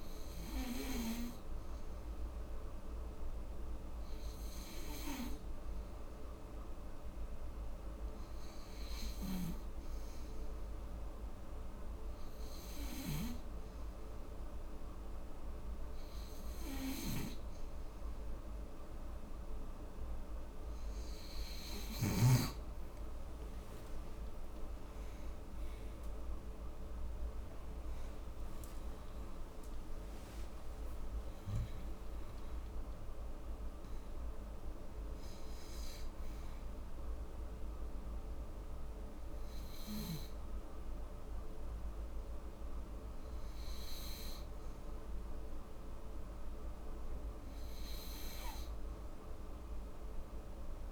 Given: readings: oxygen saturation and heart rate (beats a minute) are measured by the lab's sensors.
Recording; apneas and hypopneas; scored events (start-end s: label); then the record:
breathing in sleep by a room microphone; none
14.50-50.92 s: new sleep stage, N2 (light sleep)
24.00-31.50 s: arousal
From the record:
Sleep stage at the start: N3 (deep sleep); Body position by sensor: on the back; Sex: female